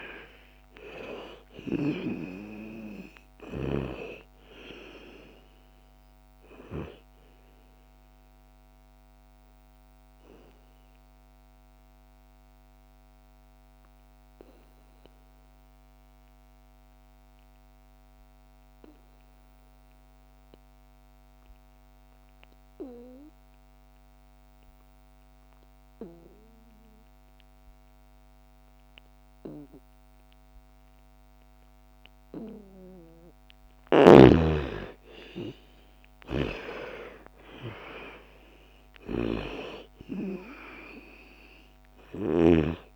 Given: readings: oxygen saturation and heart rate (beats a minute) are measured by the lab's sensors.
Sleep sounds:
breathing in sleep by a microphone on the trachea; 1
0.00-1.50 s: arousal
0.00-16.50 s: oxygen desaturation (device-marked, oxygen 80% lowest, heart rate 53 extreme)
9.50-32.00 s: obstructive apnea (oxygen 99% before, 80% lowest, heart rate 63 before, 53 extreme, up 13 after)
28.50-42.96 s: oxygen desaturation (device-marked, oxygen 99% before, 81% lowest, heart rate 57 before, 57 extreme)
33.50-42.00 s: snoring (device-marked)
34.50-38.50 s: arousal
From the record:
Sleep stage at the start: N2 (light sleep); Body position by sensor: on the back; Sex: female

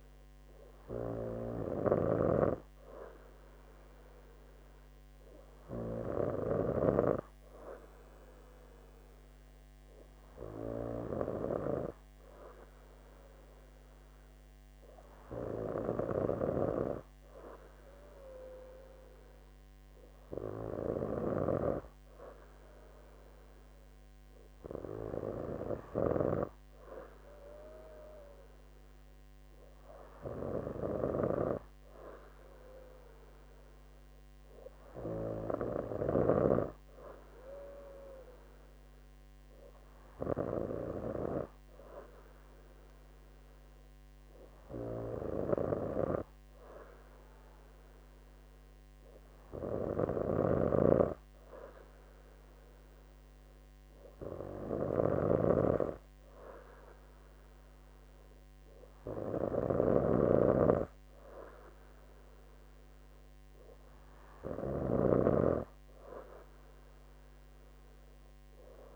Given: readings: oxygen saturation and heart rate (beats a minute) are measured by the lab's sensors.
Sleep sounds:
breathing in sleep by a microphone on the trachea; none
none scored
From the record:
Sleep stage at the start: N2 (light sleep); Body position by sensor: on the right side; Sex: female

